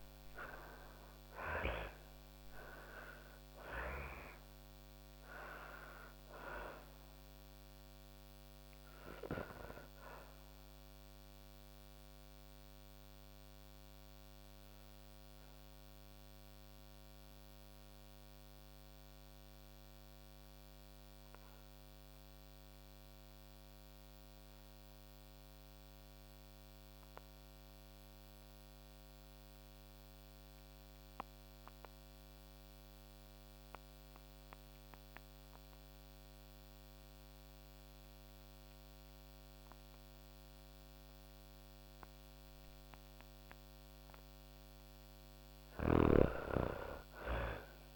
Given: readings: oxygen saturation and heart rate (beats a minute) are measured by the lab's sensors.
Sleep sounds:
breathing in sleep by a microphone on the trachea; 1
0.00-18.00 s: oxygen desaturation (device-marked, oxygen 82% lowest, heart rate 39 extreme)
8.00-41.00 s: obstructive apnea (oxygen 98% before, 82% lowest, heart rate 64 before, 28 extreme, up 10 after)
38.00-47.96 s: oxygen desaturation (device-marked, oxygen 98% before, 85% lowest, heart rate 48 before, 28 extreme)
44.00-47.96 s: arousal
44.00-47.96 s: snoring (device-marked)
From the record:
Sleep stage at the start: N2 (light sleep); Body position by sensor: on the back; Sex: female

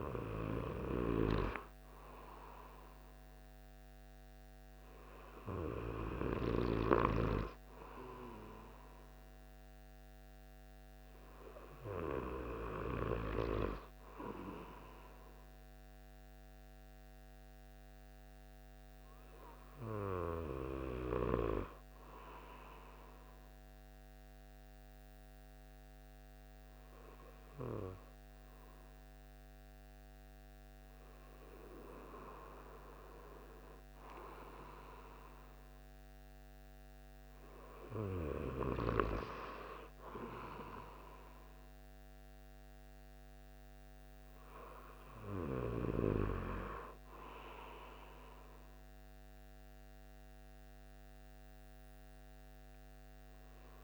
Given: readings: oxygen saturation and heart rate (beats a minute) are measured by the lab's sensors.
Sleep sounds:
breathing in sleep by a microphone on the trachea; none
none scored
From the record:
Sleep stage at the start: N2 (light sleep); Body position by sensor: on the right side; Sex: male

